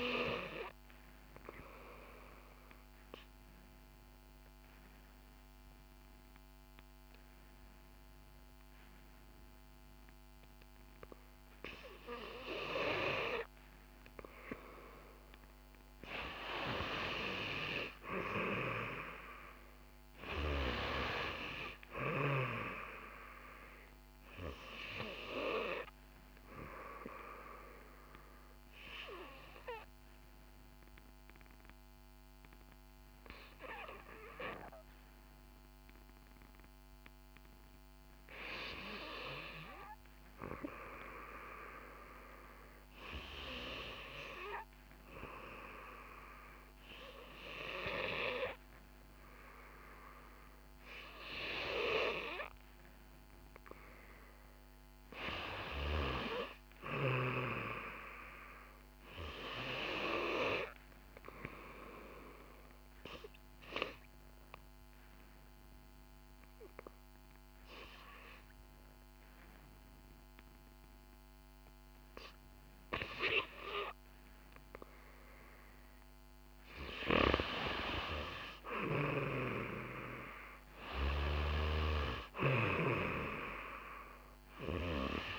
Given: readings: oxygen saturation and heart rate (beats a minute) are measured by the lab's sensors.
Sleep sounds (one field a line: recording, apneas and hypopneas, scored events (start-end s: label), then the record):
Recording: breathing in sleep by a microphone on the trachea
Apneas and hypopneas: 3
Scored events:
2.00-14.00 s: obstructive apnea (oxygen 95% before, 88% lowest, heart rate 62 before, 60 extreme, up 6 after)
16.50-20.00 s: arousal
27.00-38.00 s: obstructive apnea (oxygen 95% before, 88% lowest, heart rate 64 before, 57 extreme, up 0 after)
32.00-46.00 s: oxygen desaturation (device-marked, oxygen 91% before, 88% lowest, heart rate 64 before, 57 extreme)
43.50-48.50 s: arousal
62.50-76.00 s: obstructive apnea (oxygen 94% before, 89% lowest, heart rate 62 before, 59 extreme, up 7 after)
78.50-81.00 s: arousal
From the record:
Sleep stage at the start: N2 (light sleep)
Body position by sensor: on the back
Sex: female